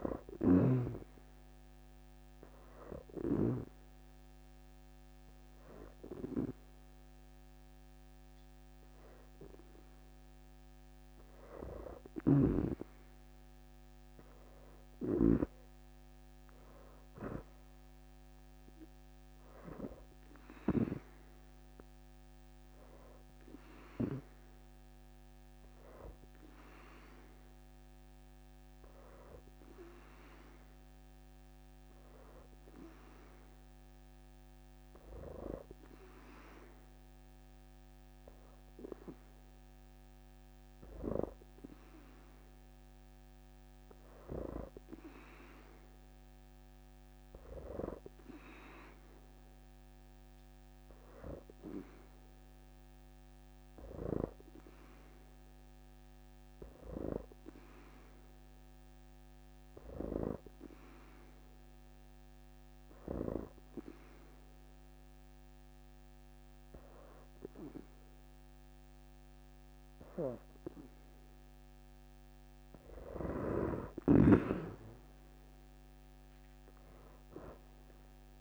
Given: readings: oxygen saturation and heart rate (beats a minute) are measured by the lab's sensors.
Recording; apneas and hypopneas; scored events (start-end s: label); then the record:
breathing in sleep by a microphone on the trachea; 3
0.00-3.50 s: oxygen desaturation (device-marked, oxygen 85% lowest, heart rate 68 extreme)
2.50-12.50 s: hypopnea (oxygen 89% before, 81% lowest, heart rate 81 before, 57 extreme, up 3 after)
5.00-8.00 s: leg movement (device-marked)
9.50-20.50 s: oxygen desaturation (device-marked, oxygen 87% before, 81% lowest, heart rate 82 before, 57 extreme)
10.50-12.00 s: leg movement (device-marked)
11.50-15.00 s: snoring (device-marked)
14.50-15.50 s: leg movement (device-marked)
15.50-19.00 s: arousal
29.50-30.50 s: leg movement (device-marked)
30.50-39.50 s: oxygen desaturation (device-marked, oxygen 88% before, 82% lowest, heart rate 76 before, 70 extreme)
31.00-42.50 s: hypopnea (oxygen 88% before, 82% lowest, heart rate 76 before, 70 extreme, up 10 after)
38.00-42.00 s: leg movement (device-marked)
43.00-45.50 s: leg movement (device-marked)
44.50-49.00 s: arousal
46.50-48.00 s: leg movement (device-marked)
55.50-66.50 s: oxygen desaturation (device-marked, oxygen 90% before, 86% lowest, heart rate 81 before, 68 extreme)
59.00-71.50 s: obstructive apnea (oxygen 91% before, 82% lowest, heart rate 81 before, 68 extreme, up 14 after)
74.50-78.41 s: arousal
From the record:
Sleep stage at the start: N2 (light sleep); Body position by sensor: on the back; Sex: female